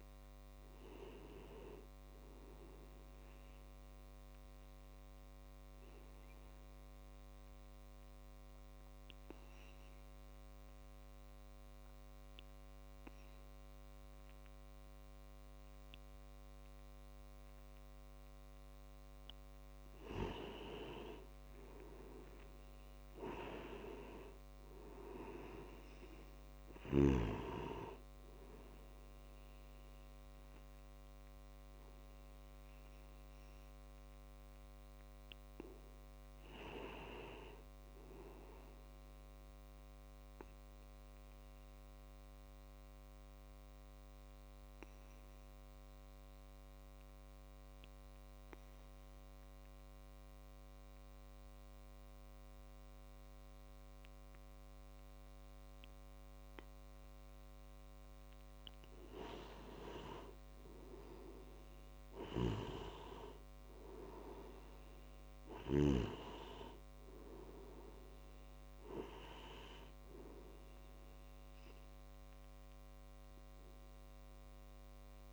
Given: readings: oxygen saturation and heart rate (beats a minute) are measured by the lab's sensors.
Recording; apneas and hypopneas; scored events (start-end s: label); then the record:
breathing in sleep by a microphone on the trachea; 2
4.50-19.50 s: obstructive apnea (oxygen 97% before, 89% lowest)
21.00-24.50 s: arousal
26.50-45.50 s: oxygen desaturation (device-marked, oxygen 95% before, 90% lowest)
41.50-58.50 s: obstructive apnea (oxygen 95% before, 89% lowest)
56.50-74.50 s: tachycardia (device-marked, heart rate 54 before, 167 extreme)
59.50-63.00 s: arousal
62.50-66.00 s: snoring (device-marked)
64.50-75.33 s: oxygen desaturation (device-marked, oxygen 96% before, 89% lowest)
From the record:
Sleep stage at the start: N2 (light sleep); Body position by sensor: on the back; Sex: male